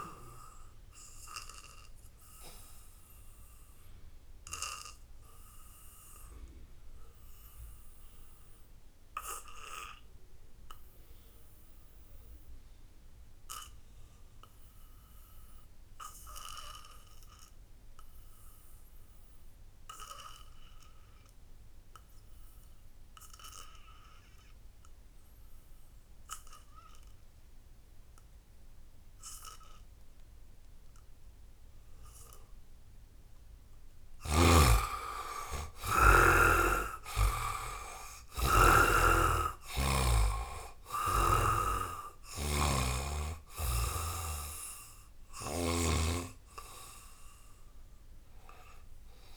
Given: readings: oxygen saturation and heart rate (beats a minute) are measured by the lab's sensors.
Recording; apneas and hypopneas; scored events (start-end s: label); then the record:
breathing in sleep by a room microphone; 1
0.00-12.00 s: oxygen desaturation (device-marked, oxygen 72% lowest, heart rate 62 extreme)
0.50-33.50 s: obstructive apnea (oxygen 98% before, 71% lowest, heart rate 70 before, 63 extreme, up 11 after)
23.00-49.37 s: oxygen desaturation (device-marked, oxygen 98% before, 71% lowest, heart rate 77 before, 63 extreme)
31.00-49.37 s: new sleep stage, N1 (lightest sleep)
35.00-38.50 s: arousal
38.50-45.50 s: snoring (device-marked)
From the record:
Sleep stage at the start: N2 (light sleep); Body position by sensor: on the back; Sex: male